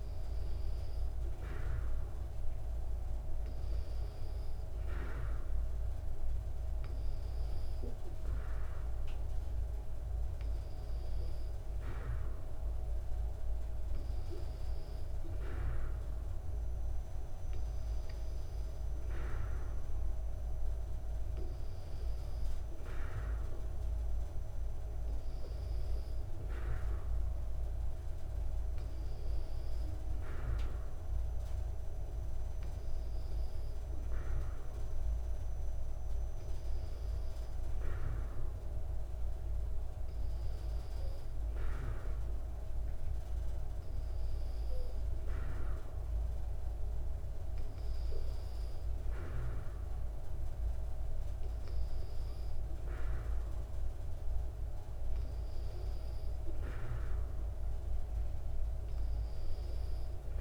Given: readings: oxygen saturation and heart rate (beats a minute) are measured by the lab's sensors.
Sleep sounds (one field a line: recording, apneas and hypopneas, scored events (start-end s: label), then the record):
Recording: breathing in sleep, hard to hear, by a room microphone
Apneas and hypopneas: none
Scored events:
none scored
From the record:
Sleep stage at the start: N2 (light sleep)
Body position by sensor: on the back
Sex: female